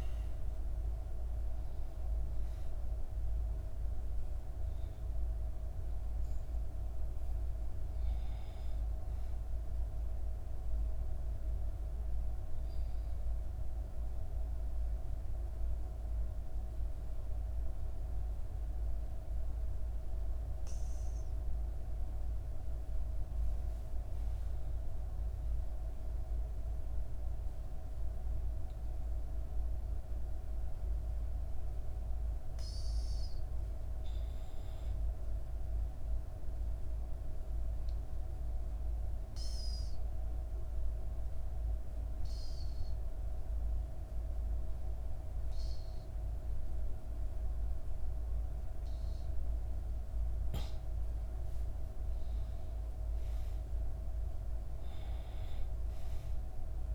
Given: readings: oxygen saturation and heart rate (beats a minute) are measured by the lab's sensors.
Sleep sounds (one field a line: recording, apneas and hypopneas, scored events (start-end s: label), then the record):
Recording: breathing in sleep, hard to hear, by a room microphone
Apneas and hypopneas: 2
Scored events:
0.00-13.50 s: oxygen desaturation (device-marked, oxygen 89% lowest, heart rate 58 extreme)
10.00-22.50 s: obstructive apnea (oxygen 99% before, 89% lowest, heart rate 63 before, 58 extreme, up 6 after)
25.00-27.50 s: arousal
31.50-56.95 s: oxygen desaturation (device-marked, oxygen 98% before, 90% lowest, heart rate 60 before, 58 extreme)
36.50-49.00 s: obstructive apnea (oxygen 98% before, 89% lowest, heart rate 61 before, 58 extreme, up 5 after)
52.50-56.50 s: arousal
From the record:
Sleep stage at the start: N2 (light sleep)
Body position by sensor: on the back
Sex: female